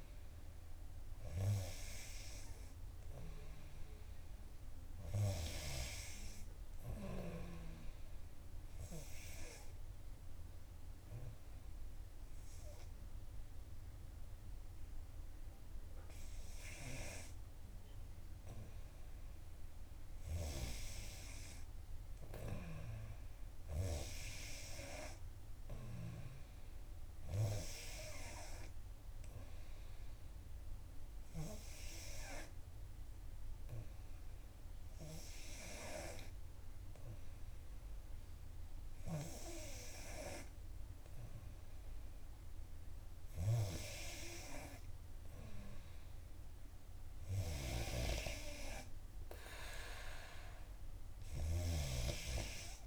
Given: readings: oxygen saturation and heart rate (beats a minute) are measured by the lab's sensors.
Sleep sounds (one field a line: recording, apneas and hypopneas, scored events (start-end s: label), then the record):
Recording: breathing in sleep by a room microphone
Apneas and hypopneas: 1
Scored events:
8.50-19.50 s: obstructive apnea (oxygen 93% before, 90% lowest, heart rate 62 before, 62 extreme, up 4 after)
21.50-25.50 s: arousal
49.50-52.87 s: arousal
From the record:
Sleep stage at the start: N2 (light sleep)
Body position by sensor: on the back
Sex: female